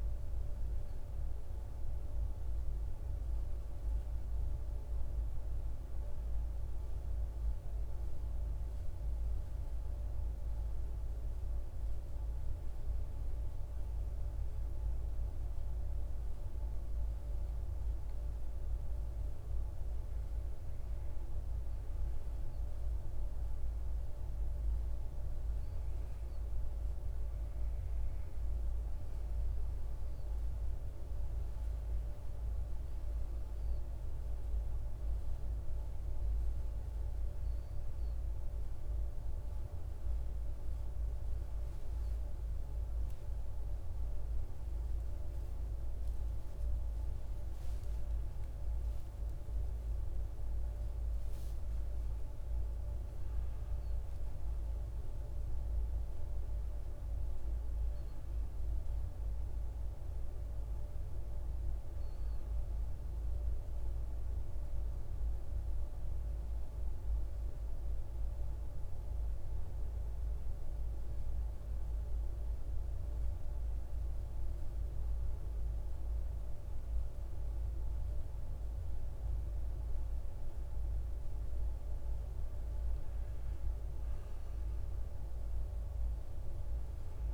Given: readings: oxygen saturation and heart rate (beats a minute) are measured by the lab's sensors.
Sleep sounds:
breathing in sleep, hard to hear, by a room microphone; 2
5.00-18.00 s: obstructive apnea (oxygen 96% before, 94% lowest, heart rate 62 before, 54 extreme, up 6 after)
19.00-24.00 s: arousal
30.50-60.50 s: new sleep stage, N1 (lightest sleep)
58.50-63.00 s: arousal
60.50-87.34 s: new sleep stage, N2 (light sleep)
65.50-83.00 s: obstructive apnea (oxygen 98% before, 95% lowest, heart rate 61 before, 54 extreme, up 12 after)
From the record:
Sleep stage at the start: N2 (light sleep); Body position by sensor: on the right side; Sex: male

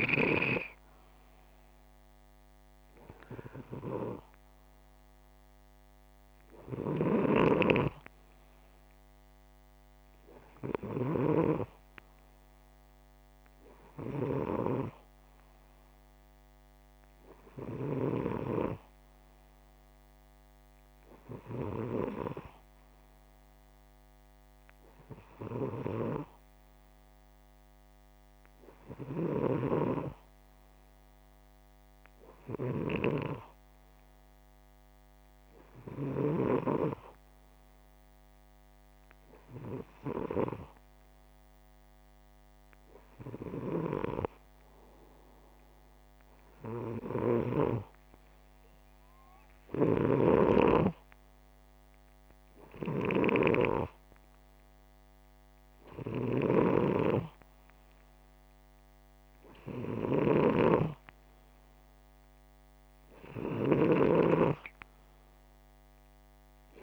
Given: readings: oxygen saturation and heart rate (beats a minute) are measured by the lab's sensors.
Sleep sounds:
breathing in sleep by a microphone on the trachea; none
6.50-17.50 s: snoring (device-marked)
28.50-36.00 s: snoring (device-marked)
46.50-66.83 s: snoring (device-marked)
From the record:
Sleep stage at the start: N2 (light sleep); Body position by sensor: upright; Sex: male

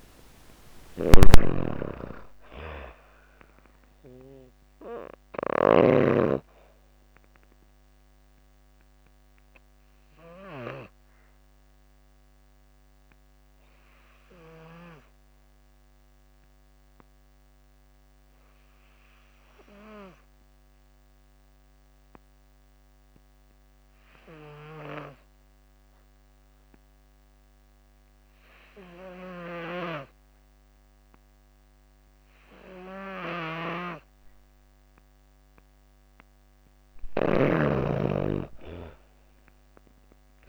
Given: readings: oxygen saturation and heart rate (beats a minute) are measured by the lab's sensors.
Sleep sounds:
breathing in sleep by a microphone on the trachea; 1
0.00-5.00 s: snoring (device-marked)
0.00-22.00 s: oxygen desaturation (device-marked, oxygen 86% lowest, heart rate 45 extreme)
7.00-35.50 s: obstructive apnea (oxygen 99% before, 84% lowest, heart rate 143 before, 40 extreme, up 12 after)
28.00-40.49 s: oxygen desaturation (device-marked, oxygen 98% before, 85% lowest, heart rate 72 before, 40 extreme)
36.00-40.49 s: snoring (device-marked)
38.50-40.49 s: arousal
From the record:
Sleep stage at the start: N2 (light sleep); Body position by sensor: on the back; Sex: female

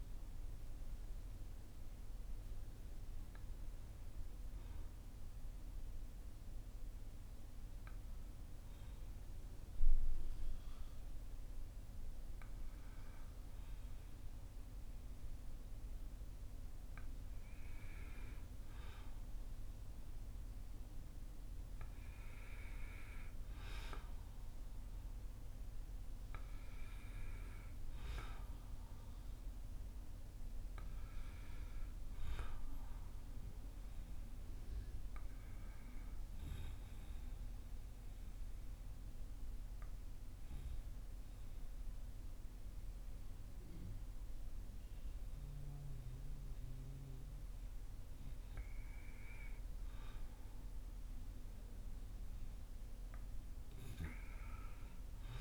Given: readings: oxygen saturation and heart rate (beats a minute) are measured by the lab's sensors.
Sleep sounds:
breathing in sleep, hard to hear, by a room microphone; 1
36.00-47.00 s: obstructive apnea (oxygen 94% before, 89% lowest, heart rate 60 before, 56 extreme, up 7 after)
37.50-55.41 s: new sleep stage, N2 (light sleep)
53.50-55.41 s: arousal
From the record:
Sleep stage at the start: N1 (lightest sleep); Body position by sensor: on the back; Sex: male

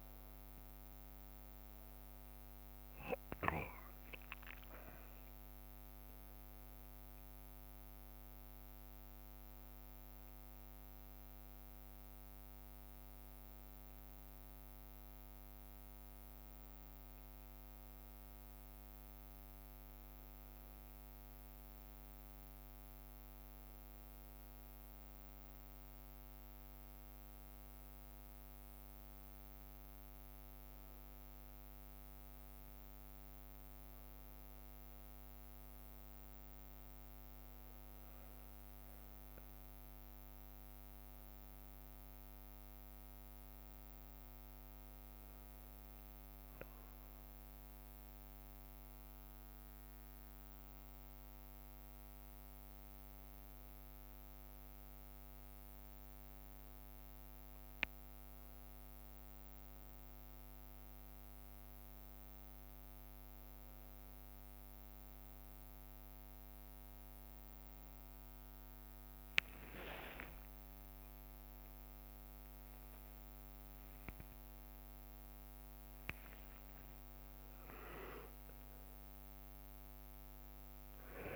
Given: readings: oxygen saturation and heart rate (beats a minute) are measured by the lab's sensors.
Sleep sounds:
breathing in sleep, hard to hear, by a microphone on the trachea; none
0.00-2.00 s: bradycardia (device-marked, heart rate 57 extreme)
0.00-3.00 s: arousal
21.00-75.00 s: bradycardia (device-marked, heart rate 67 before, 57 extreme)
35.00-40.00 s: arousal
41.00-50.50 s: leg movement (device-marked)
66.00-81.36 s: new sleep stage, awake
69.50-71.00 s: leg movement (device-marked)
76.00-77.00 s: leg movement (device-marked)
From the record:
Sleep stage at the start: N1 (lightest sleep); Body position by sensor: on the back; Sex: male

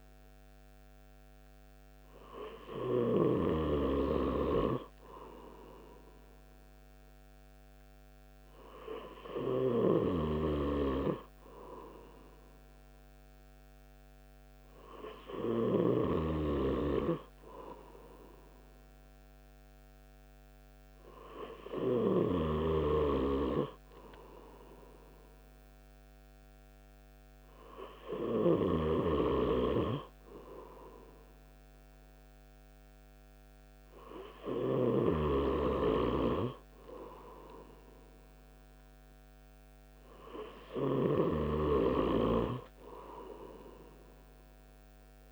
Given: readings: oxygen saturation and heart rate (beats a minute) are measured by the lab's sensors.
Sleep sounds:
breathing in sleep by a microphone on the trachea; none
none scored
From the record:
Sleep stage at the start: N3 (deep sleep); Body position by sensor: on the right side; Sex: male

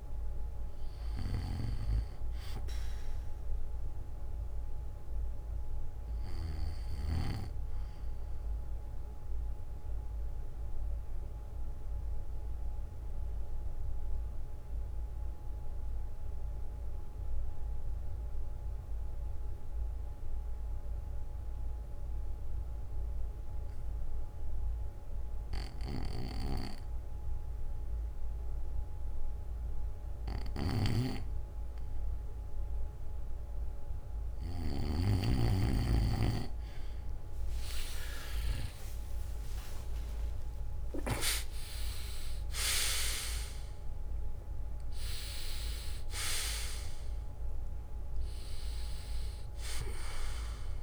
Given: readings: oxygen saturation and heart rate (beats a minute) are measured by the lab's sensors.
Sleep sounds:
breathing in sleep by a room microphone; 1
7.50-31.00 s: obstructive apnea (oxygen 97% before, 91% lowest, heart rate 64 before, 54 extreme, up 17 after)
16.50-18.50 s: bradycardia (device-marked, heart rate 62 before, 57 extreme)
21.50-23.50 s: bradycardia (device-marked, heart rate 62 before, 55 extreme)
24.50-33.50 s: bradycardia (device-marked, heart rate 62 before, 54 extreme)
37.00-42.50 s: arousal
48.50-50.83 s: oxygen desaturation (device-marked, oxygen 96% before, 93% lowest, heart rate 71 before, 55 extreme)
From the record:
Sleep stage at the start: N2 (light sleep); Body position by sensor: on the back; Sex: male

